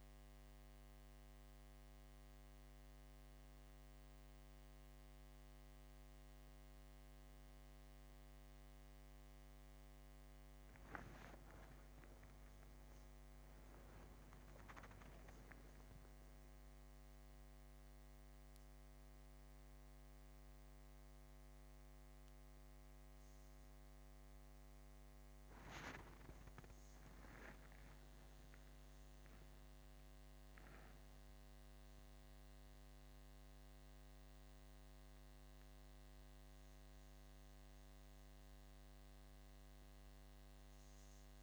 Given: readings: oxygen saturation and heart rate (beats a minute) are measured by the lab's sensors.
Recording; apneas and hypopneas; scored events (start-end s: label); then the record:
a person awake in a sleep study, hard to hear, by a microphone on the trachea; none
27.50-29.50 s: long interval between heartbeats (device-marked, heart rate 79 before, 87 extreme)
From the record:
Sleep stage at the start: awake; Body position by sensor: upright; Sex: female